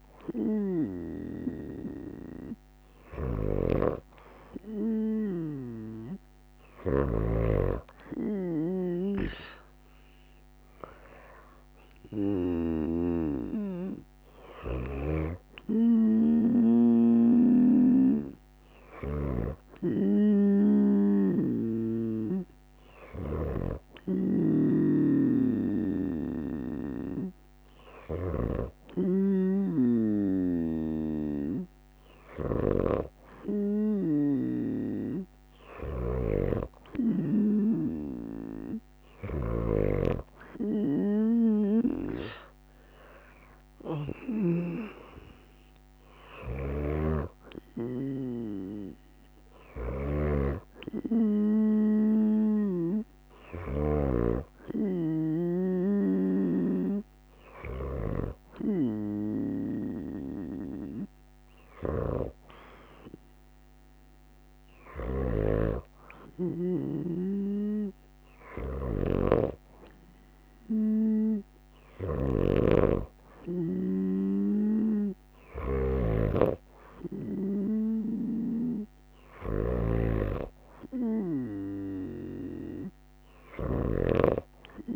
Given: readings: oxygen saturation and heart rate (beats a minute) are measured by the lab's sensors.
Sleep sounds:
breathing in sleep by a microphone on the trachea; none
none scored
From the record:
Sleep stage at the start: N2 (light sleep); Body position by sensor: on the right side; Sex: female

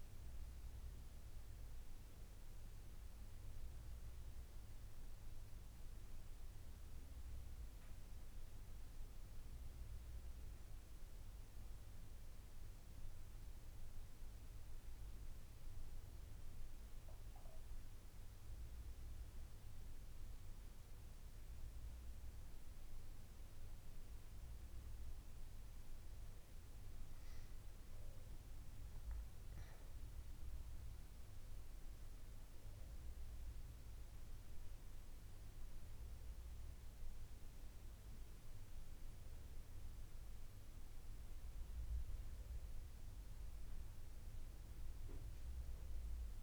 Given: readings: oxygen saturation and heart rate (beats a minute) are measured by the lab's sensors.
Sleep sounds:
breathing in sleep, hard to hear, by a room microphone; none
none scored
From the record:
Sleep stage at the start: N2 (light sleep); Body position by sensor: on the back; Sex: female

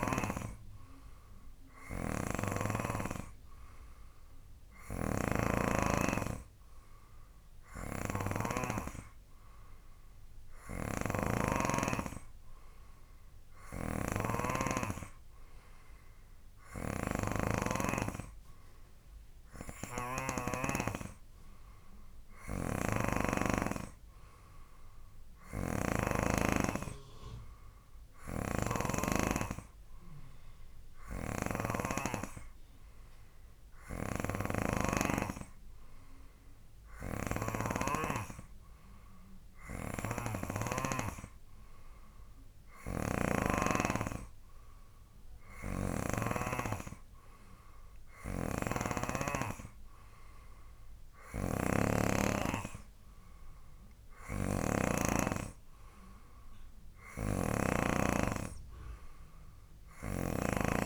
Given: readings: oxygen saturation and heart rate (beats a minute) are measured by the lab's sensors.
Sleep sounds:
breathing in sleep by a room microphone; none
2.00-9.00 s: snoring (device-marked)
11.00-21.00 s: snoring (device-marked)
23.00-26.50 s: snoring (device-marked)
28.50-32.00 s: snoring (device-marked)
34.00-38.00 s: snoring (device-marked)
40.00-46.50 s: snoring (device-marked)
48.50-60.86 s: snoring (device-marked)
From the record:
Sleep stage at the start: N3 (deep sleep); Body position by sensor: on the right side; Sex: male

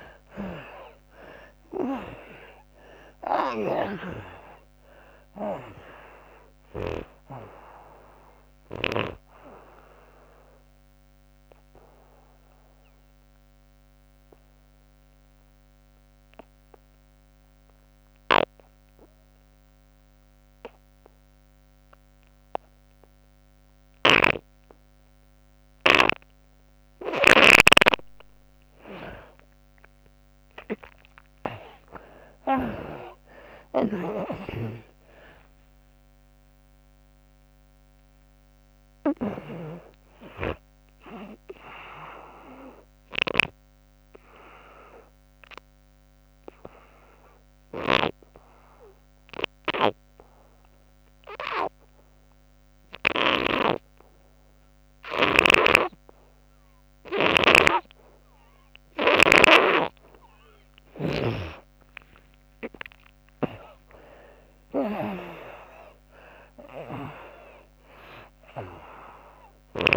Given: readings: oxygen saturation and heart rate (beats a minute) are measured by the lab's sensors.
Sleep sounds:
breathing in sleep by a microphone on the trachea; 2
0.00-4.00 s: arousal
0.00-17.50 s: oxygen desaturation (device-marked, oxygen 77% lowest, heart rate 66 extreme)
10.50-26.00 s: obstructive apnea (oxygen 97% before, 78% lowest, heart rate 94 before, 66 extreme, up 20 after)
30.00-34.00 s: arousal
34.00-39.50 s: snoring (device-marked)
34.50-47.50 s: oxygen desaturation (device-marked, oxygen 96% before, 78% lowest, heart rate 73 before, 66 extreme)
44.50-56.00 s: obstructive apnea (oxygen 98% before, 79% lowest, heart rate 92 before, 66 extreme, up 10 after)
58.50-69.97 s: oxygen desaturation (device-marked, oxygen 97% before, 81% lowest, heart rate 84 before, 66 extreme)
60.50-69.97 s: snoring (device-marked)
62.00-66.00 s: arousal
From the record:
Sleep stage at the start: N2 (light sleep); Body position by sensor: on the back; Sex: female

